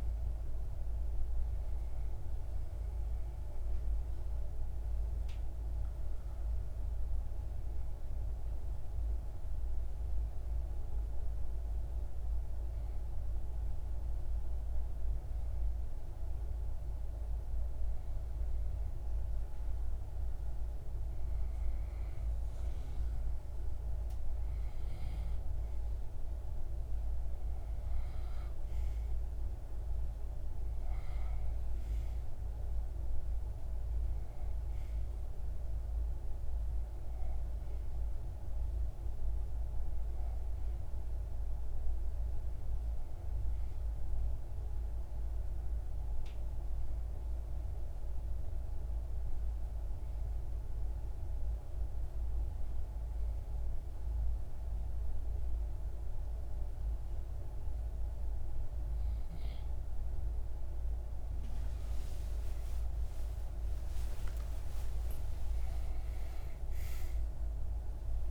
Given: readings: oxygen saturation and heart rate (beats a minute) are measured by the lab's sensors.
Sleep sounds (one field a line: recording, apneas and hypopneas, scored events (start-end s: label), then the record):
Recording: breathing in sleep, hard to hear, by a room microphone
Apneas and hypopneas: 2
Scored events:
2.00-19.00 s: obstructive apnea (oxygen 97% before, 94% lowest)
20.50-25.00 s: arousal
45.00-60.00 s: hypopnea (oxygen 97% before, 94% lowest)
61.00-66.00 s: arousal
From the record:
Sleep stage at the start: N2 (light sleep)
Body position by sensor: on the back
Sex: male